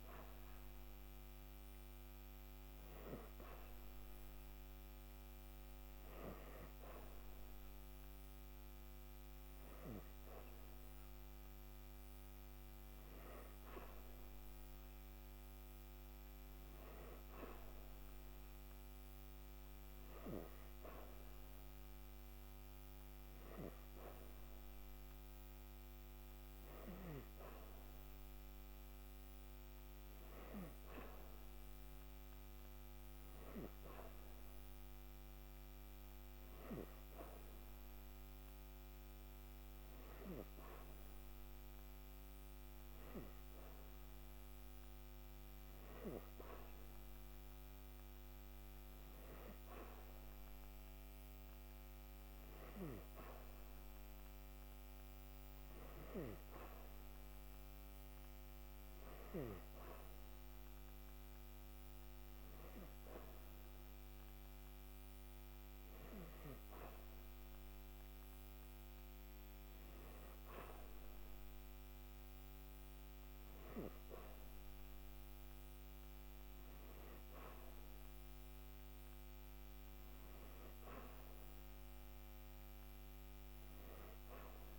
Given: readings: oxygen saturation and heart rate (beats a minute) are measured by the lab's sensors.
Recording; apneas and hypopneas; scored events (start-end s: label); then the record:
breathing in sleep by a microphone on the trachea; none
none scored
From the record:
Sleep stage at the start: N3 (deep sleep); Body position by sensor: on the back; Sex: female